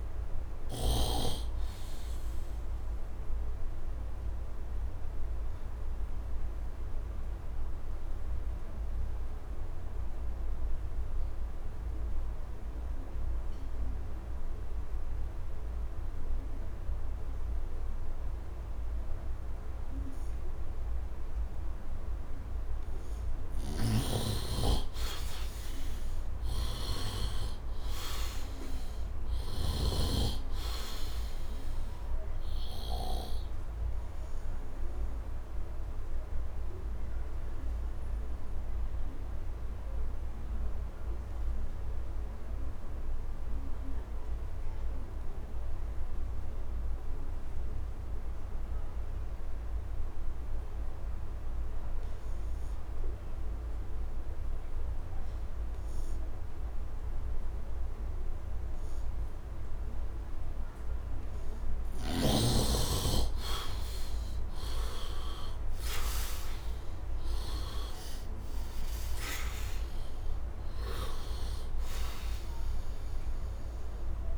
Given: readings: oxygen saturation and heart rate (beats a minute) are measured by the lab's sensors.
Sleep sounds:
breathing in sleep by a room microphone; 2
0.00-1.00 s: snoring (device-marked)
0.00-20.00 s: oxygen desaturation (device-marked, oxygen 79% lowest, heart rate 71 extreme)
3.00-23.00 s: obstructive apnea (oxygen 99% before, 75% lowest, heart rate 80 before, 71 extreme, up 11 after)
22.00-47.00 s: oxygen desaturation (device-marked, oxygen 100% before, 82% lowest, heart rate 74 before, 71 extreme)
23.50-33.00 s: snoring (device-marked)
25.50-29.00 s: arousal
33.50-61.00 s: obstructive apnea (oxygen 100% before, 75% lowest, heart rate 78 before, 71 extreme, up 6 after)
53.00-74.38 s: oxygen desaturation (device-marked, oxygen 99% before, 75% lowest, heart rate 74 before, 71 extreme)
63.50-66.50 s: arousal
From the record:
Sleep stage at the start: N2 (light sleep); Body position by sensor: on the right side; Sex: male

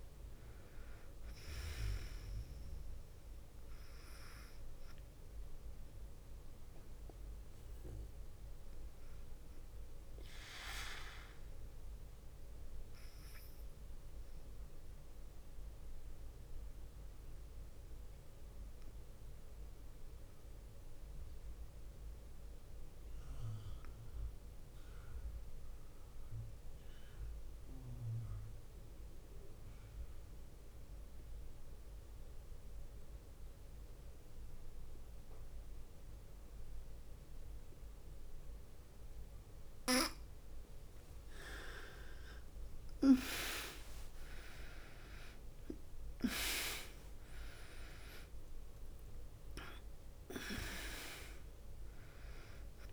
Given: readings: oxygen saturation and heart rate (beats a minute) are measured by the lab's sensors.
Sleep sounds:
breathing in sleep by a room microphone; 1
0.00-21.00 s: oxygen desaturation (device-marked, oxygen 88% lowest, heart rate 47 extreme)
11.50-39.50 s: mixed apnea (oxygen 99% before, 88% lowest, heart rate 57 before, 47 extreme, up 8 after)
38.00-52.93 s: oxygen desaturation (device-marked, oxygen 100% before, 88% lowest, heart rate 51 before, 46 extreme)
41.00-46.00 s: arousal
From the record:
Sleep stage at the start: N2 (light sleep); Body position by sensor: on the back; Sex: female

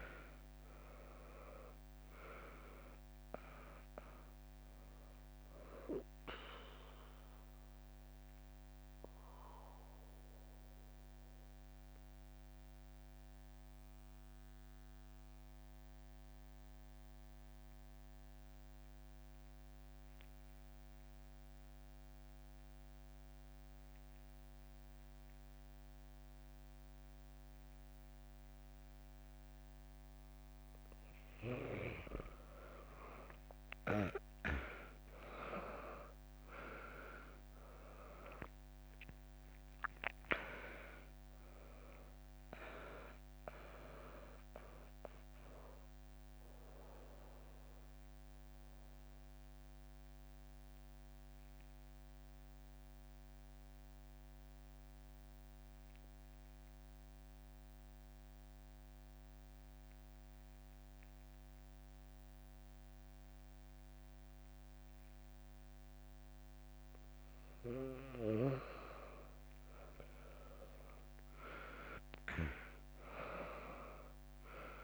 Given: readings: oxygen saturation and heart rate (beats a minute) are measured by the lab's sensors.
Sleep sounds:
breathing in sleep by a microphone on the trachea; 2
0.00-1.50 s: arousal
0.00-12.50 s: drop in pulse transit time (device-marked, heart rate 62 extreme)
7.00-30.50 s: mixed apnea (oxygen 99% before, 94% lowest, heart rate 64 before, 60 extreme, up 0 after)
34.50-40.00 s: arousal
35.50-48.50 s: drop in pulse transit time (device-marked, heart rate 64 before, 61 extreme)
40.50-62.50 s: oxygen desaturation (device-marked, oxygen 100% before, 94% lowest, heart rate 63 before, 63 extreme)
45.00-68.50 s: obstructive apnea (oxygen 100% before, 94% lowest, heart rate 65 before, 63 extreme, up 0 after)
72.00-74.84 s: arousal
72.50-74.84 s: drop in pulse transit time (device-marked, heart rate 65 before, 63 extreme)
From the record:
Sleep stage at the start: N2 (light sleep); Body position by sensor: on the back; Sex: female

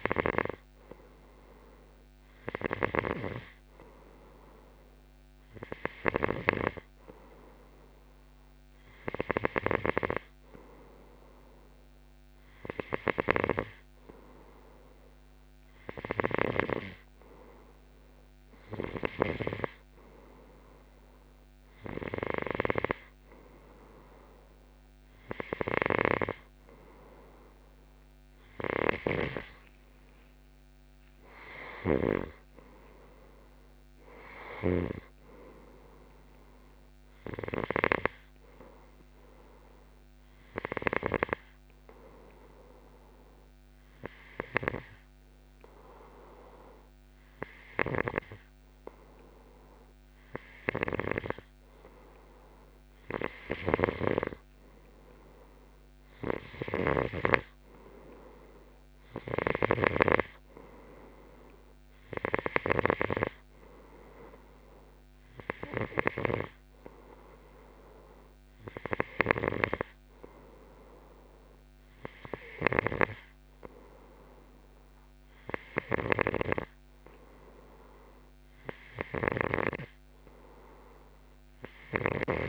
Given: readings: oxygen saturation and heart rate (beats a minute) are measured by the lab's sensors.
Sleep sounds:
breathing in sleep by a microphone on the trachea; none
0.00-17.00 s: snoring (device-marked)
19.00-32.50 s: snoring (device-marked)
41.00-51.50 s: snoring (device-marked)
53.50-57.50 s: snoring (device-marked)
59.50-63.50 s: snoring (device-marked)
65.50-82.48 s: snoring (device-marked)
From the record:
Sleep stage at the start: N2 (light sleep); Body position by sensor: on the left side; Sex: male

